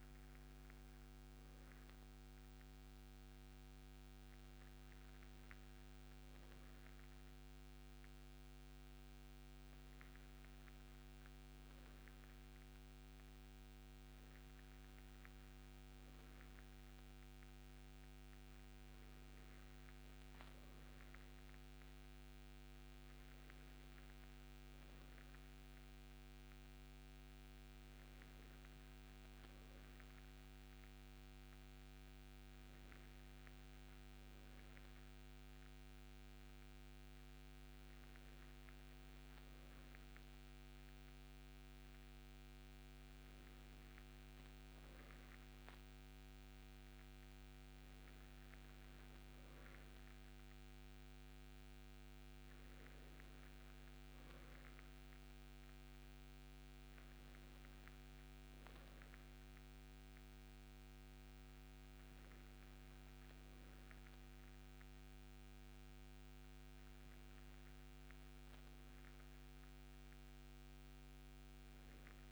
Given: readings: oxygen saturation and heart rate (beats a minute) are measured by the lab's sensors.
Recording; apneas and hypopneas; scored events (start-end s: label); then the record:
breathing in sleep, hard to hear, by a microphone on the trachea; none
none scored
From the record:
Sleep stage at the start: N2 (light sleep); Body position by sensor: on the right side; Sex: male